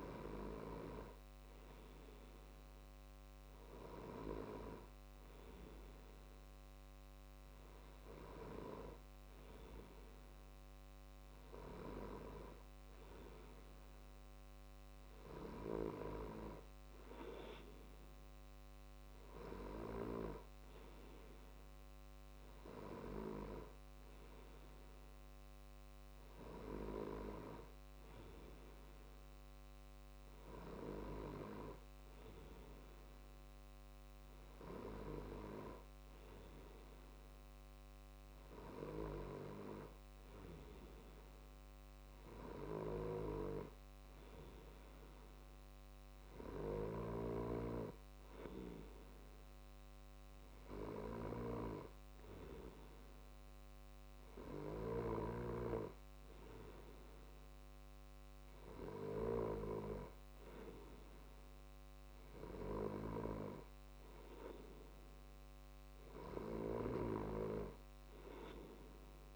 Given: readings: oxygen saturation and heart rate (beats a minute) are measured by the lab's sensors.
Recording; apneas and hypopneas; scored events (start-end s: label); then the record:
breathing in sleep by a microphone on the trachea; none
none scored
From the record:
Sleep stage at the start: N2 (light sleep); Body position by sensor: on the left side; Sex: male